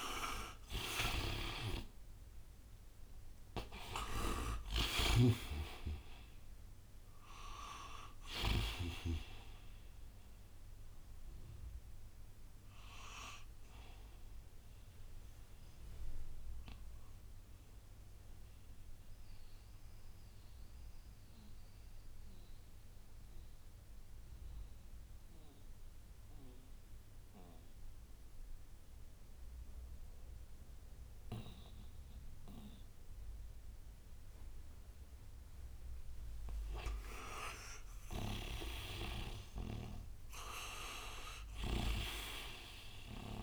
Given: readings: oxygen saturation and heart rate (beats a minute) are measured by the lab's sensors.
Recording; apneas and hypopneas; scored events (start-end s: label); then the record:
breathing in sleep by a room microphone; 1
0.00-3.00 s: arousal
0.00-34.00 s: oxygen desaturation (device-marked, oxygen 75% lowest, heart rate 59 extreme)
0.50-8.50 s: snoring (device-marked)
18.00-34.50 s: mixed apnea (oxygen 91% before, 75% lowest, heart rate 74 before, 59 extreme, up 7 after)
36.00-41.00 s: arousal
From the record:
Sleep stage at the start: N2 (light sleep); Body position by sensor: on the right side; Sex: male